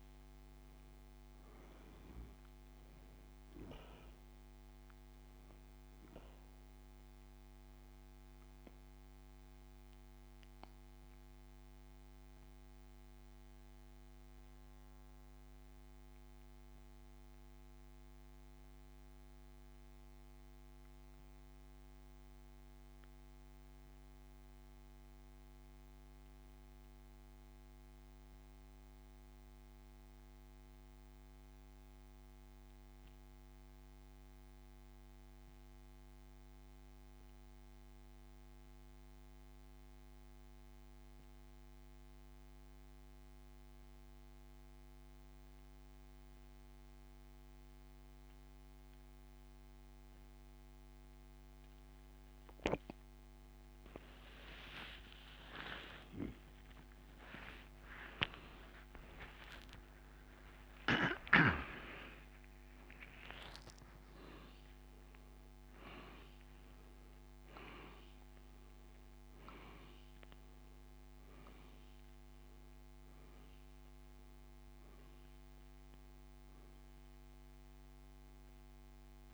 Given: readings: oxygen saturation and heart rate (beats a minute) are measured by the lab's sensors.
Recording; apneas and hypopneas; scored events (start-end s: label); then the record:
breathing in sleep by a microphone on the trachea; 1
9.00-52.00 s: central apnea (oxygen 98% before, 86% lowest, heart rate 34 before, 26 extreme, up 49 after)
26.00-45.00 s: oxygen desaturation (device-marked, oxygen 94% before, 88% lowest, heart rate 40 before, 27 extreme)
55.00-61.00 s: arousal
70.00-75.00 s: oxygen desaturation (device-marked, oxygen 96% before, 94% lowest, heart rate 71 before, 67 extreme)
From the record:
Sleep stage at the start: N2 (light sleep); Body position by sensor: on the back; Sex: male